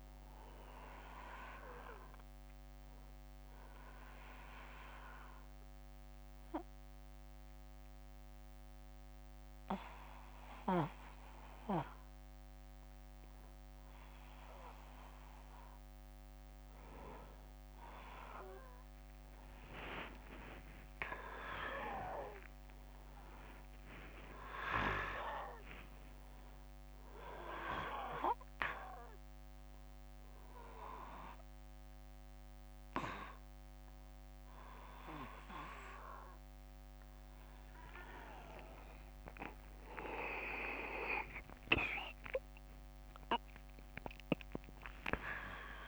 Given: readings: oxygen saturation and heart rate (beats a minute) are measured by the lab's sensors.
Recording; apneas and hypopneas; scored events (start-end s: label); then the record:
a person awake in a sleep study, by a microphone on the trachea; 1
3.50-15.50 s: mixed apnea (oxygen 97% before, 92% lowest, heart rate 78 before, 57 extreme, up 8 after)
14.00-44.00 s: new sleep stage, awake
23.00-45.00 s: oxygen desaturation (device-marked, oxygen 96% before, 92% lowest, heart rate 63 before, 63 extreme)
44.00-45.88 s: new sleep stage, N1 (lightest sleep)
From the record:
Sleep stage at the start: N1 (lightest sleep); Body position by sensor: on the back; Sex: male